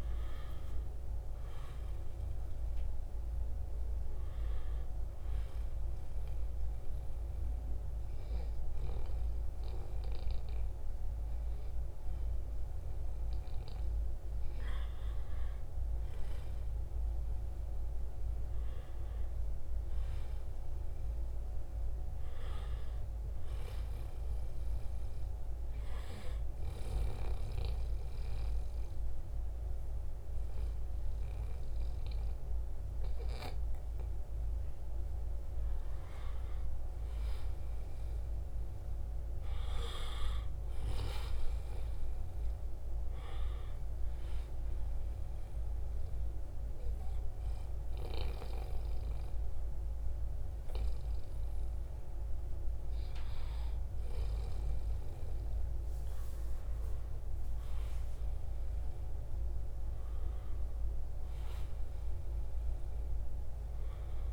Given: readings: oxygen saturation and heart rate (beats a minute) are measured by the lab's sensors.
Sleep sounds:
breathing in sleep by a room microphone; 3
4.50-15.00 s: hypopnea (oxygen 93% before, 90% lowest, heart rate 81 before, 81 extreme, up 0 after)
16.50-21.00 s: arousal
25.00-35.50 s: hypopnea (oxygen 93% before, 90% lowest, heart rate 82 before, 79 extreme, up 0 after)
36.00-40.50 s: arousal
44.00-54.00 s: obstructive apnea (oxygen 93% before, 90% lowest, heart rate 81 before, 78 extreme)
56.00-60.50 s: arousal
From the record:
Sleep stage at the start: N1 (lightest sleep); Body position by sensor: on the right side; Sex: male

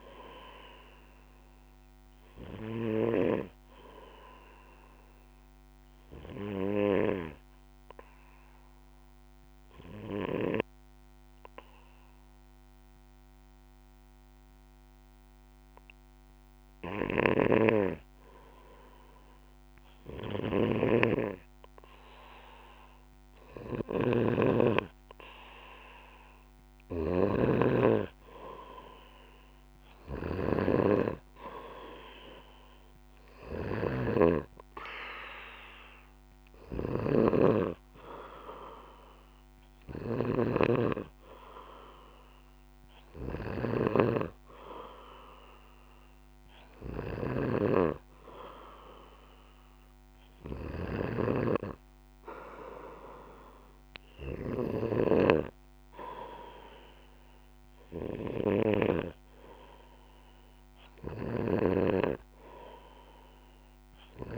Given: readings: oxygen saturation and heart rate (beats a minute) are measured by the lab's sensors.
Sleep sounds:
breathing in sleep by a microphone on the trachea; 1
0.00-12.50 s: oxygen desaturation (device-marked, oxygen 92% lowest, heart rate 56 extreme)
4.00-16.50 s: obstructive apnea (oxygen 97% before, 92% lowest, heart rate 62 before, 58 extreme, up 5 after)
16.50-20.00 s: arousal
26.50-30.50 s: snoring (device-marked)
36.50-44.00 s: snoring (device-marked)
61.00-64.38 s: snoring (device-marked)
From the record:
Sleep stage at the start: N2 (light sleep); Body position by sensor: on the back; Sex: male

